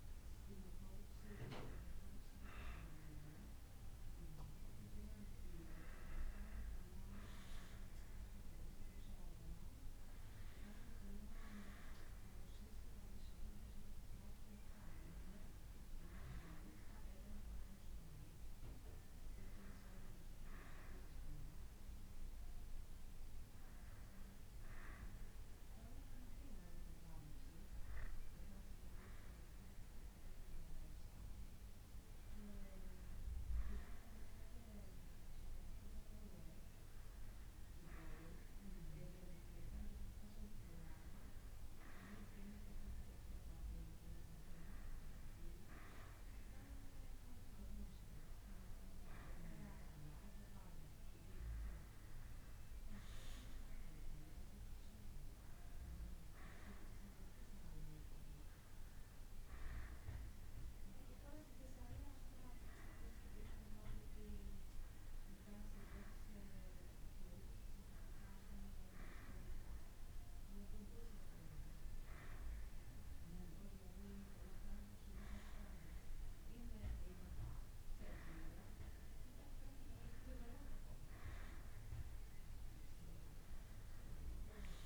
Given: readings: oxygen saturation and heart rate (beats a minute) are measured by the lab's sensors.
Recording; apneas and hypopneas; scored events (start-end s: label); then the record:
breathing in sleep by a room microphone; none
none scored
From the record:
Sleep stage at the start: N1 (lightest sleep); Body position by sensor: on the back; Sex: male